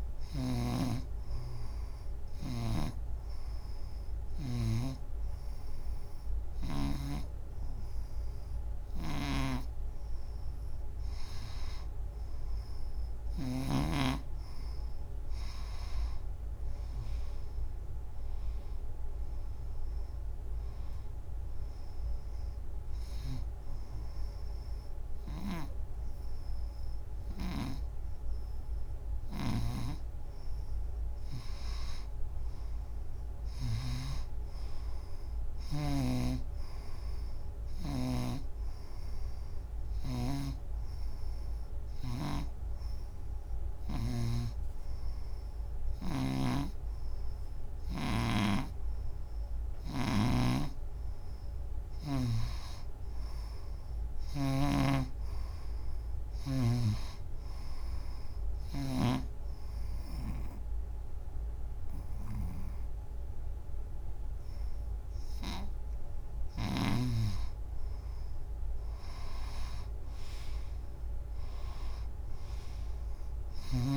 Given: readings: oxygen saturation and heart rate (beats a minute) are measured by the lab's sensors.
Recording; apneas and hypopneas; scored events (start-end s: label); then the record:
breathing in sleep by a room microphone; 4
0.50-4.50 s: snoring (device-marked)
1.50-11.50 s: hypopnea (oxygen 94% before, 89% lowest, heart rate 93 before, 88 extreme, up 0 after)
9.00-13.50 s: snoring (device-marked)
14.00-18.00 s: arousal
18.00-30.00 s: oxygen desaturation (device-marked, oxygen 93% before, 90% lowest, heart rate 92 before, 90 extreme)
23.00-33.00 s: obstructive apnea (oxygen 93% before, 87% lowest, heart rate 92 before, 90 extreme, up 0 after)
25.00-34.00 s: snoring (device-marked)
34.50-37.00 s: arousal
36.00-44.00 s: snoring (device-marked)
39.00-47.00 s: oxygen desaturation (device-marked, oxygen 94% before, 90% lowest, heart rate 94 before, 84 extreme)
39.00-50.00 s: hypopnea (oxygen 94% before, 87% lowest, heart rate 94 before, 83 extreme)
46.00-50.00 s: snoring (device-marked)
52.00-55.00 s: arousal
54.50-67.00 s: snoring (device-marked)
55.00-70.00 s: oxygen desaturation (device-marked, oxygen 93% before, 89% lowest, heart rate 92 before, 83 extreme)
59.00-69.00 s: obstructive apnea (oxygen 94% before, 86% lowest, heart rate 92 before, 83 extreme, up 5 after)
70.50-73.97 s: arousal
From the record:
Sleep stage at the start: N2 (light sleep); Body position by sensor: on the front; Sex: female